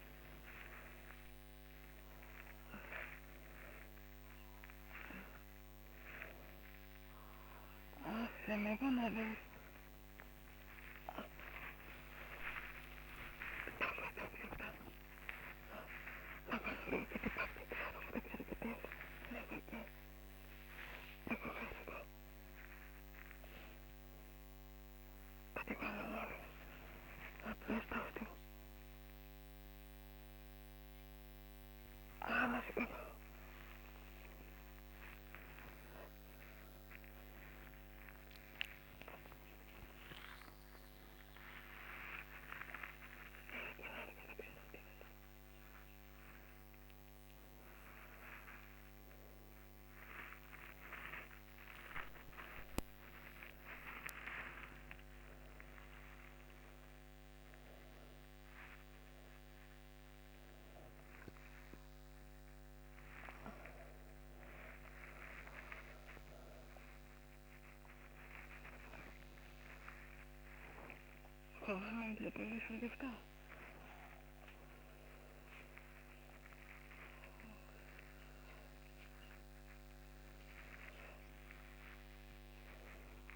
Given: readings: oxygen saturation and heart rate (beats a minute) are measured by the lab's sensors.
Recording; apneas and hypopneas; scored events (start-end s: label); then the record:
a person awake in a sleep study, by a microphone on the trachea; none
16.50-26.50 s: oxygen desaturation (device-marked, oxygen 100% before, 97% lowest, heart rate 112 before, 80 extreme)
From the record:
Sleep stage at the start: awake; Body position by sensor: upright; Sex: female